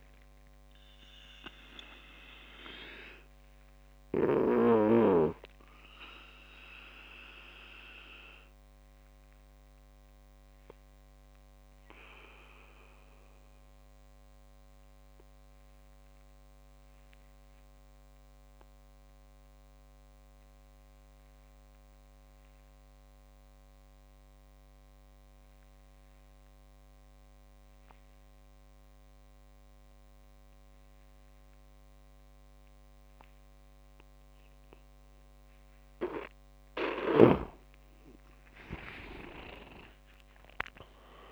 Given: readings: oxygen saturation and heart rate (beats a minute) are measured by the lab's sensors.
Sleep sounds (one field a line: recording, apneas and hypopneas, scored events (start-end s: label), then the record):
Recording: breathing in sleep by a microphone on the trachea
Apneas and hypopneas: 1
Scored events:
0.00-22.50 s: oxygen desaturation (device-marked, oxygen 89% lowest)
3.00-35.00 s: obstructive apnea (oxygen 99% before, 89% lowest)
35.50-41.31 s: tachycardia (device-marked)
37.50-41.31 s: arousal
37.50-41.31 s: oxygen desaturation (device-marked, oxygen 97% before, 89% lowest)
From the record:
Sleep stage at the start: N2 (light sleep)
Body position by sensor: on the back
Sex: male